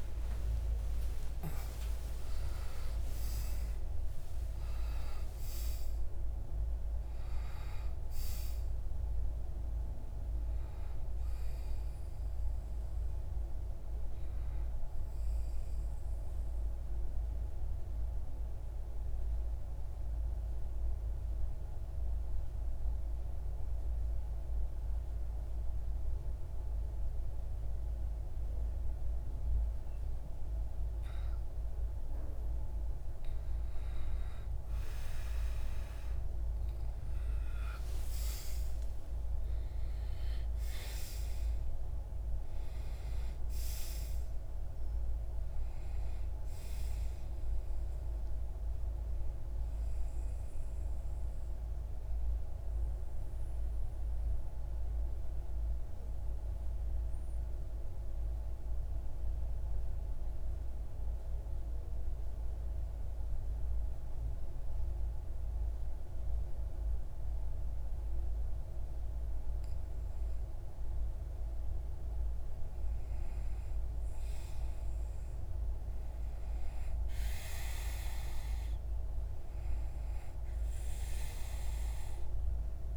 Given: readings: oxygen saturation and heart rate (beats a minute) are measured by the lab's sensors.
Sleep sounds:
breathing in sleep, hard to hear, by a room microphone; 2
0.00-3.00 s: arousal
9.00-20.00 s: oxygen desaturation (device-marked, oxygen 96% before, 91% lowest)
15.00-30.50 s: central apnea (oxygen 96% before, 90% lowest)
34.00-37.50 s: arousal
36.00-62.00 s: oxygen desaturation (device-marked, oxygen 96% before, 90% lowest)
52.50-67.50 s: central apnea (oxygen 96% before, 90% lowest)
69.00-73.00 s: arousal
77.00-82.96 s: oxygen desaturation (device-marked, oxygen 97% before, 93% lowest)
From the record:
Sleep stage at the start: N2 (light sleep); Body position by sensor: on the back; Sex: male

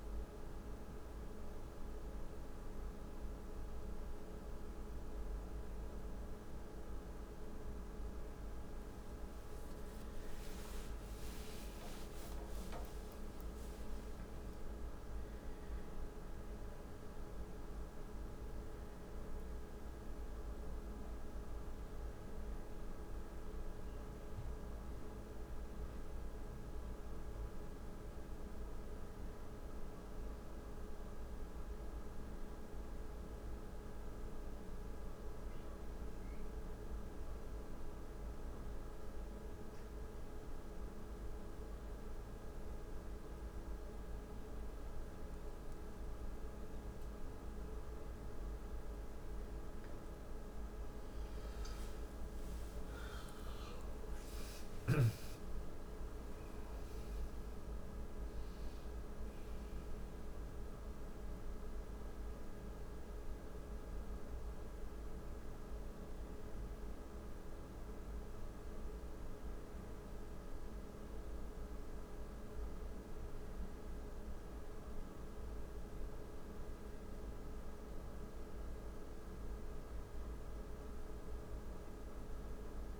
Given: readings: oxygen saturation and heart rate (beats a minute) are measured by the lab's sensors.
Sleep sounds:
a person partly awake in a sleep study, hard to hear, by a room microphone; none
8.50-82.99 s: new sleep stage, N1 (lightest sleep)
14.50-22.50 s: oxygen desaturation (device-marked, oxygen 97% before, 92% lowest, heart rate 80 before, 67 extreme)
51.50-58.00 s: arousal
From the record:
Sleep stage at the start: awake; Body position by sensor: on the right side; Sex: male

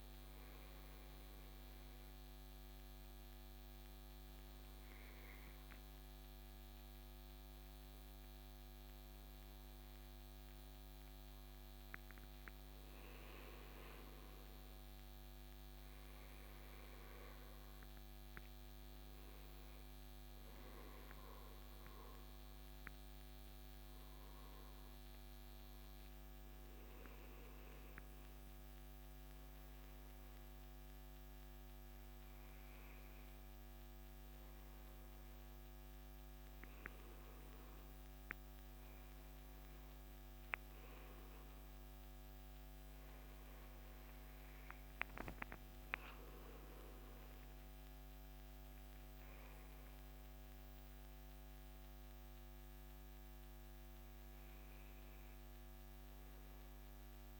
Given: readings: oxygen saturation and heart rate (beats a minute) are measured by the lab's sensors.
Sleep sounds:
breathing in sleep, hard to hear, by a microphone on the trachea; 1
0.50-15.00 s: hypopnea (oxygen 97% before, 92% lowest, heart rate 79 before, 65 extreme, up 1 after)
21.50-27.00 s: arousal
46.00-56.00 s: oxygen desaturation (device-marked, oxygen 95% before, 92% lowest, heart rate 67 before, 65 extreme)
From the record:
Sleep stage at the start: N2 (light sleep); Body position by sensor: on the right side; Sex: male

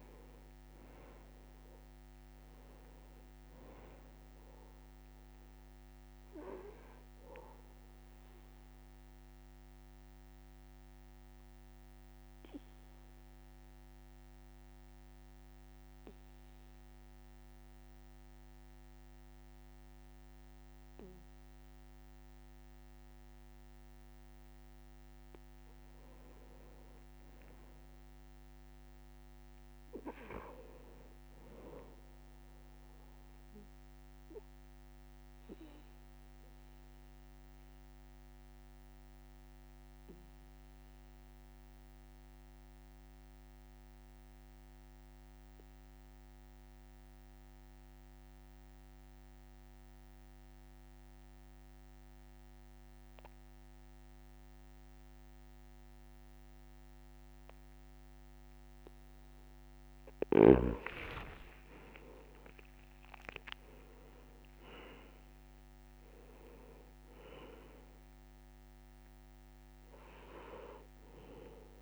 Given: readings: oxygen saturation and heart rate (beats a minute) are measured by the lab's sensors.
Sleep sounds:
breathing in sleep by a microphone on the trachea; 2
0.00-2.00 s: arousal
0.00-22.50 s: oxygen desaturation (device-marked, oxygen 92% lowest, heart rate 60 extreme)
9.00-24.00 s: obstructive apnea (oxygen 99% before, 89% lowest, heart rate 63 before, 60 extreme, up 4 after)
26.50-30.50 s: arousal
31.50-49.50 s: oxygen desaturation (device-marked, oxygen 99% before, 95% lowest, heart rate 61 before, 60 extreme)
34.50-59.00 s: obstructive apnea (oxygen 99% before, 89% lowest, heart rate 62 before, 60 extreme, up 13 after)
58.50-71.82 s: oxygen desaturation (device-marked, oxygen 98% before, 89% lowest, heart rate 61 before, 60 extreme)
60.50-65.50 s: arousal
61.50-63.50 s: long interval between heartbeats (device-marked, heart rate 62 before, 71 extreme)
From the record:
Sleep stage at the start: N2 (light sleep); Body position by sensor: on the back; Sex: male

